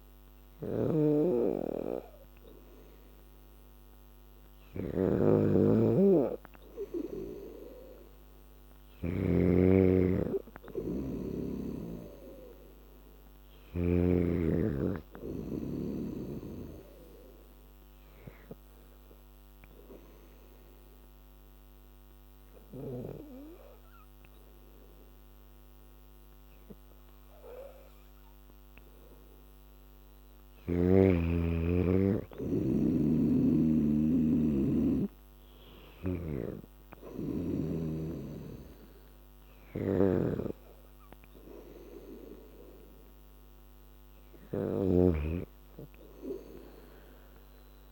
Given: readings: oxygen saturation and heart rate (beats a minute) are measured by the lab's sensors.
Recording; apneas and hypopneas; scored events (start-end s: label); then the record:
breathing in sleep by a microphone on the trachea; 1
0.00-9.50 s: snoring (device-marked)
12.00-15.50 s: arousal
18.00-30.00 s: obstructive apnea (oxygen 97% before, 92% lowest, heart rate 85 before, 82 extreme, up 0 after)
33.00-35.50 s: arousal
33.00-47.92 s: snoring (device-marked)
35.50-46.50 s: oxygen desaturation (device-marked, oxygen 97% before, 92% lowest, heart rate 85 before, 80 extreme)
From the record:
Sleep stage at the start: N3 (deep sleep); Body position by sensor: on the back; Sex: female